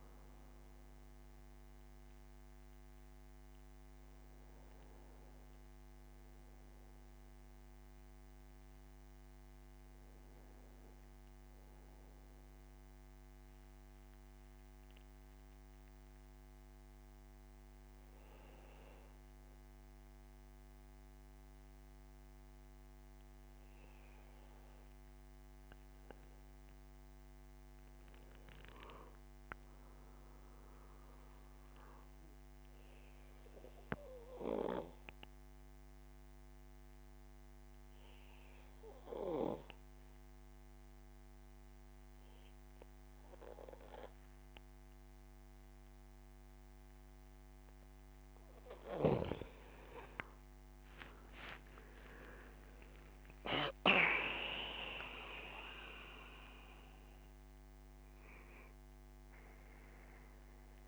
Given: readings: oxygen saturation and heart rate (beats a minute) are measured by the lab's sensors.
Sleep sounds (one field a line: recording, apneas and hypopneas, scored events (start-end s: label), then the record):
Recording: breathing in sleep by a microphone on the trachea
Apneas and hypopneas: 2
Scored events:
7.50-11.00 s: arousal
13.50-26.00 s: mixed apnea (oxygen 99% before, 92% lowest, heart rate 71 before, 72 extreme, up 5 after)
33.00-48.00 s: obstructive apnea (oxygen 99% before, 92% lowest, heart rate 75 before, 68 extreme, up 14 after)
50.00-53.50 s: arousal
52.00-60.88 s: oxygen desaturation (device-marked, oxygen 97% before, 92% lowest, heart rate 75 before, 68 extreme)
From the record:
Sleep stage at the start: N2 (light sleep)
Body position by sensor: on the back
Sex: male